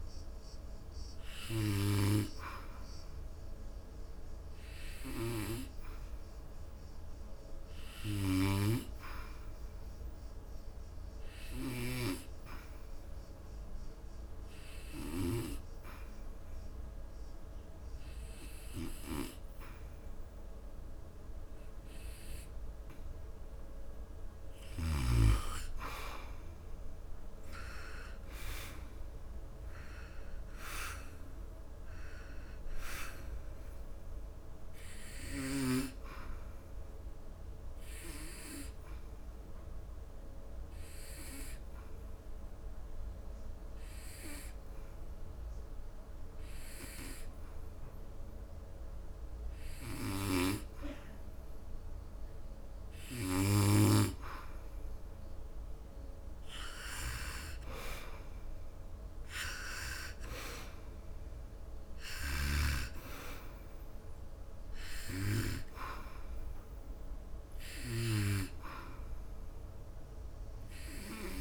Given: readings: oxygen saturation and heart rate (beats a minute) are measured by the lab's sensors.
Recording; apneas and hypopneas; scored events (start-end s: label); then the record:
breathing in sleep by a room microphone; 2
0.00-8.50 s: oxygen desaturation (device-marked, oxygen 90% lowest, heart rate 66 extreme)
3.00-24.00 s: hypopnea (oxygen 96% before, 89% lowest, heart rate 72 before, 66 extreme, up 13 after)
26.50-31.00 s: arousal
36.50-53.00 s: obstructive apnea (oxygen 93% before, 89% lowest, heart rate 72 before, 70 extreme, up 1 after)
48.50-59.50 s: oxygen desaturation (device-marked, oxygen 92% before, 89% lowest, heart rate 76 before, 70 extreme)
57.50-62.00 s: arousal
From the record:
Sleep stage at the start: N2 (light sleep); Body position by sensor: on the back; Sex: male